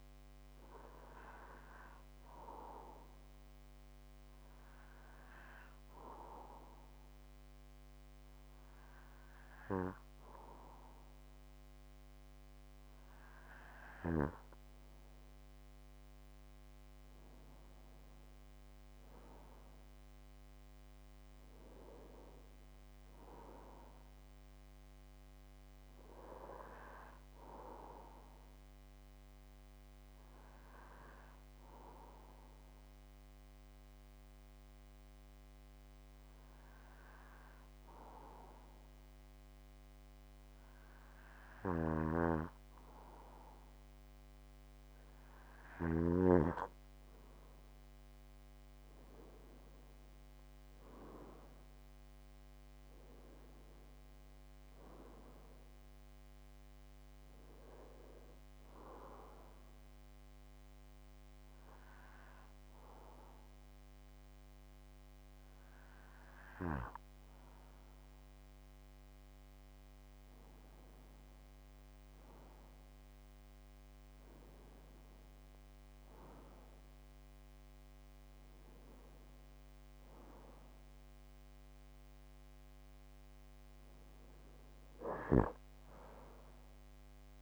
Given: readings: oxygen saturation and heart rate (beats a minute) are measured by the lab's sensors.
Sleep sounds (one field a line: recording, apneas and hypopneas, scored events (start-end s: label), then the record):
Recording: breathing in sleep by a microphone on the trachea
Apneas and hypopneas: 3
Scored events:
0.50-14.50 s: oxygen desaturation (device-marked, oxygen 97% before, 93% lowest)
3.50-16.00 s: obstructive apnea (oxygen 97% before, 92% lowest)
18.00-22.00 s: arousal
32.00-46.00 s: hypopnea (oxygen 96% before, 92% lowest)
41.00-45.50 s: snoring (device-marked)
48.00-52.00 s: arousal
59.50-71.00 s: hypopnea (oxygen 95% before, 91% lowest)
74.00-77.50 s: arousal
From the record:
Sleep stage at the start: N2 (light sleep)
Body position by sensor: on the back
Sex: male